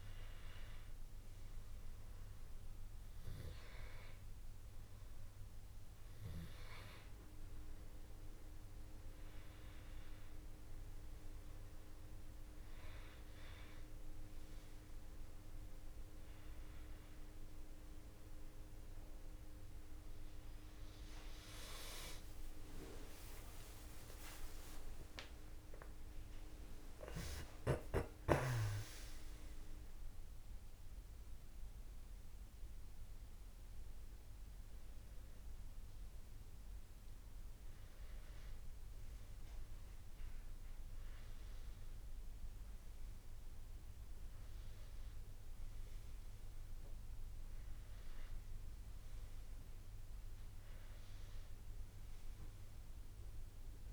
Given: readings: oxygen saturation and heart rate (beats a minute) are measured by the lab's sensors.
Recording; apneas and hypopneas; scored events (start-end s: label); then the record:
breathing in sleep by a room microphone; none
22.50-27.00 s: arousal
From the record:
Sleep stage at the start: N2 (light sleep); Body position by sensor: on the back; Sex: male